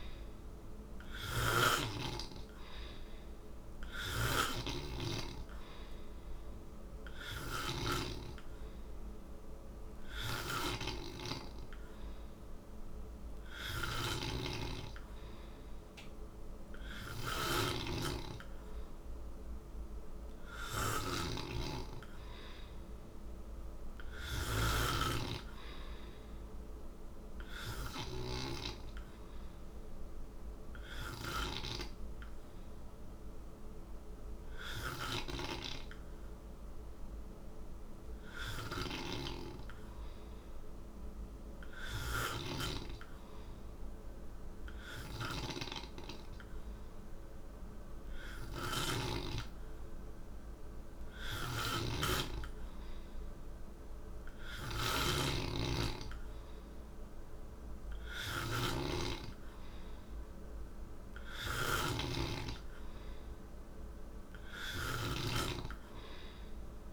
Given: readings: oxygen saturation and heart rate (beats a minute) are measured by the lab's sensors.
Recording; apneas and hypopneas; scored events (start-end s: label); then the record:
breathing in sleep by a room microphone; none
0.00-1.50 s: snoring (device-marked)
3.50-28.00 s: snoring (device-marked)
38.50-65.00 s: snoring (device-marked)
From the record:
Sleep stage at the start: N3 (deep sleep); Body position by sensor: on the right side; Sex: male